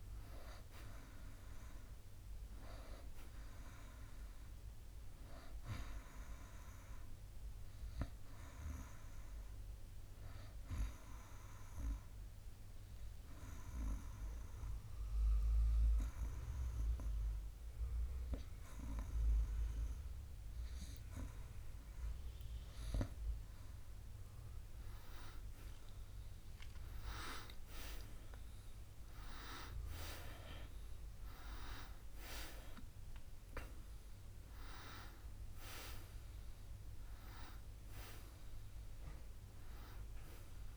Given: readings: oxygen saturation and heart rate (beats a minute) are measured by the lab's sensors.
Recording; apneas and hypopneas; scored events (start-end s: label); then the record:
breathing in sleep by a room microphone; 1
5.00-22.00 s: oxygen desaturation (device-marked, oxygen 97% before, 93% lowest, heart rate 57 before, 52 extreme)
11.50-23.50 s: obstructive apnea (oxygen 97% before, 92% lowest, heart rate 58 before, 52 extreme, up 9 after)
27.00-32.00 s: arousal
From the record:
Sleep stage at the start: N2 (light sleep); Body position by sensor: on the back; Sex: male